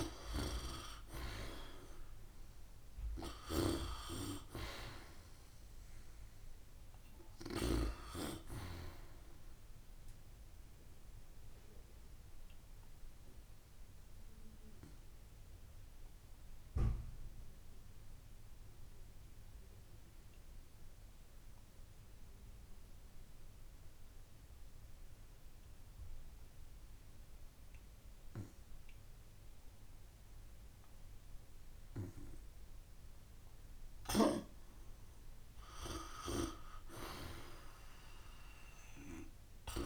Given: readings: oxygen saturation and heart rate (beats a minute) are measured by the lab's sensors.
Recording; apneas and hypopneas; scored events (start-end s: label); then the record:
breathing in sleep by a room microphone; 1
0.00-1.00 s: arousal
0.00-11.50 s: oxygen desaturation (device-marked, oxygen 87% lowest)
10.50-32.00 s: obstructive apnea (oxygen 95% before, 86% lowest)
35.00-39.00 s: arousal
From the record:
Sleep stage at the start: N2 (light sleep); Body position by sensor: on the back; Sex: female